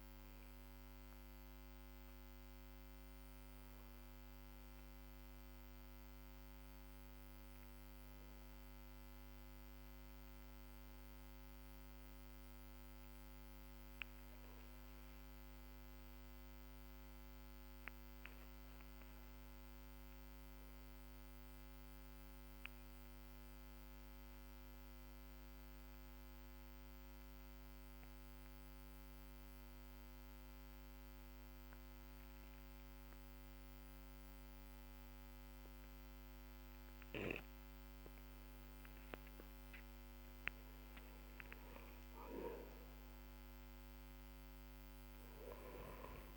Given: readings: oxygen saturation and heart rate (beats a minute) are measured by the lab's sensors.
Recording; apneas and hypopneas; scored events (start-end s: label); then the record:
a person partly awake in a sleep study, by a microphone on the trachea; 1
0.00-18.50 s: oxygen desaturation (device-marked, oxygen 92% lowest, heart rate 41 extreme)
7.50-46.37 s: new sleep stage, N2 (light sleep)
20.00-41.50 s: obstructive apnea (oxygen 97% before, 90% lowest, heart rate 45 before, 45 extreme, up 12 after)
36.50-46.37 s: oxygen desaturation (device-marked, oxygen 99% before, 90% lowest, heart rate 51 before, 44 extreme)
42.00-46.37 s: arousal
From the record:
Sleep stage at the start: awake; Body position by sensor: on the back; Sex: male